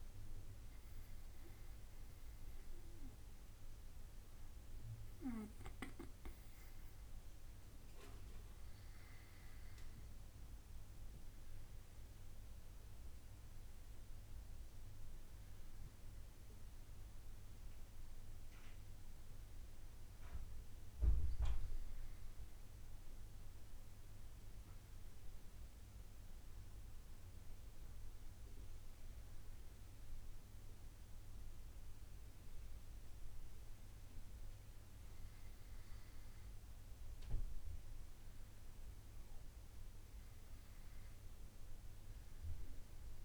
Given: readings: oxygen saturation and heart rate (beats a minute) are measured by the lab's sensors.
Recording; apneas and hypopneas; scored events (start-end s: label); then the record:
breathing in sleep, hard to hear, by a room microphone; none
none scored
From the record:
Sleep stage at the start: N2 (light sleep); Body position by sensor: on the back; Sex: male